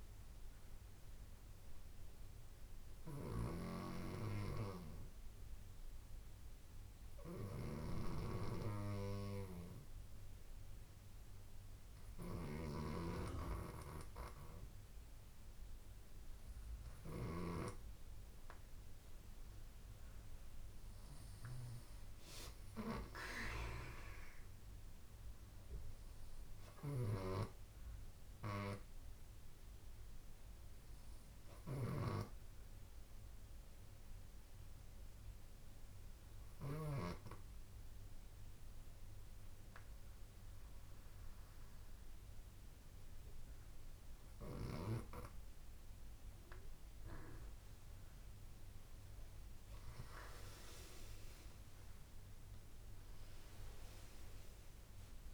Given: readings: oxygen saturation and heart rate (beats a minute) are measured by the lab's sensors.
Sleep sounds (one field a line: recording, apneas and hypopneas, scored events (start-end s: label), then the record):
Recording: breathing in sleep by a room microphone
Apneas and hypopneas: 2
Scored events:
3.50-15.50 s: hypopnea (oxygen 97% before, 95% lowest)
16.50-19.50 s: arousal
34.00-46.50 s: hypopnea (oxygen 99% before, 96% lowest)
52.00-55.34 s: arousal
From the record:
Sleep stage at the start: N2 (light sleep)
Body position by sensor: on the back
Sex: female